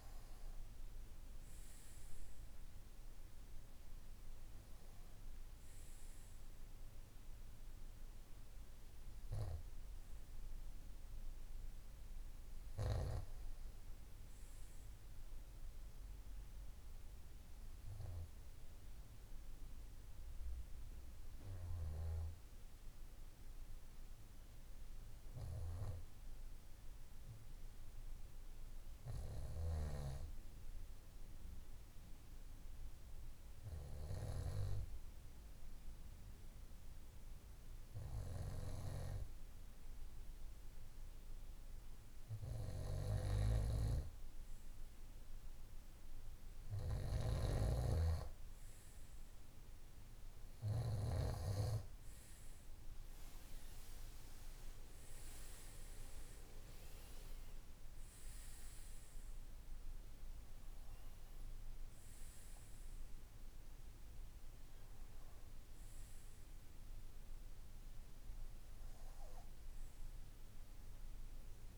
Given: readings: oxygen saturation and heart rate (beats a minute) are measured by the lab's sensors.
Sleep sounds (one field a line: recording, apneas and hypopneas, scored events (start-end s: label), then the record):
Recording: breathing in sleep by a room microphone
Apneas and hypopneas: 1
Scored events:
18.50-42.50 s: obstructive apnea (oxygen 97% before, 94% lowest, heart rate 55 before, 53 extreme, up 2 after)
44.00-49.00 s: arousal
47.00-51.00 s: snoring (device-marked)
From the record:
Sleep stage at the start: N2 (light sleep)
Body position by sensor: on the right side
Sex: male